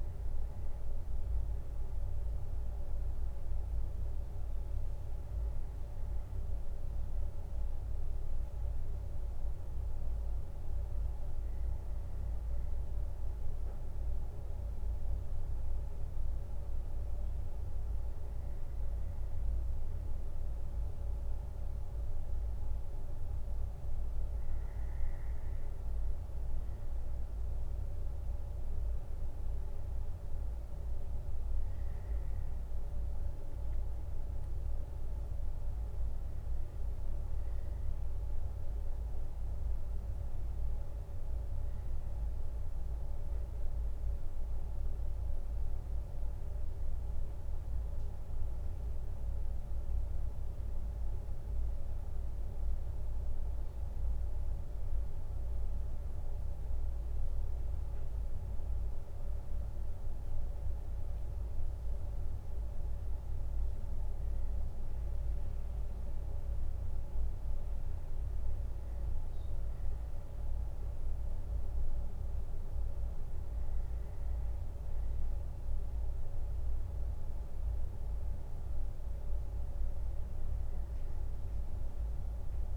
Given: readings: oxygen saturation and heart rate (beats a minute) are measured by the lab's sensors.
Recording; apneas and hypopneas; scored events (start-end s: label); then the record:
breathing in sleep, hard to hear, by a room microphone; none
none scored
From the record:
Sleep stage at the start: N1 (lightest sleep); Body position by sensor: on the left side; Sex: male